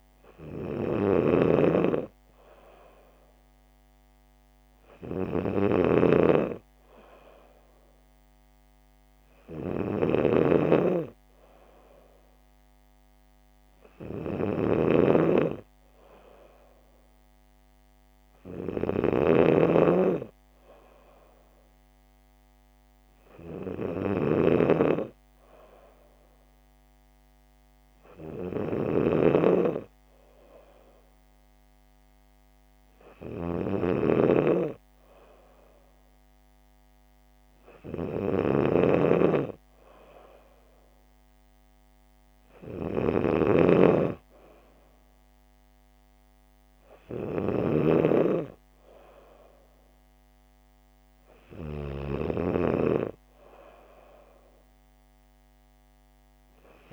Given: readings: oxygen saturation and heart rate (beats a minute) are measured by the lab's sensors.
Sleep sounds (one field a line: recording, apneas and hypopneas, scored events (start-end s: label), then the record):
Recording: breathing in sleep by a microphone on the trachea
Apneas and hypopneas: none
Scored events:
0.00-56.93 s: snoring (device-marked)
From the record:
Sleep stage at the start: N2 (light sleep)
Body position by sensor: on the back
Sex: female